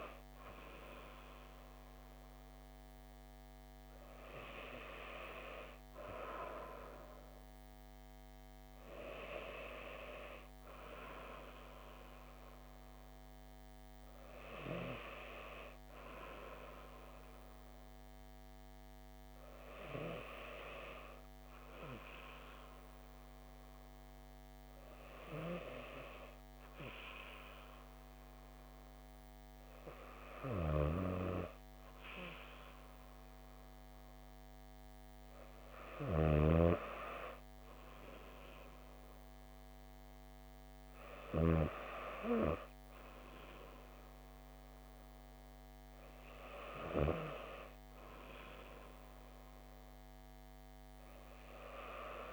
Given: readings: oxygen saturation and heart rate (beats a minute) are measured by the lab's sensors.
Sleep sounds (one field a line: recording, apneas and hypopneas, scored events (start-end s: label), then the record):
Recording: breathing in sleep by a microphone on the trachea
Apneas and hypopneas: none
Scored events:
none scored
From the record:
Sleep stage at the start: N2 (light sleep)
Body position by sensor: on the back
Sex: female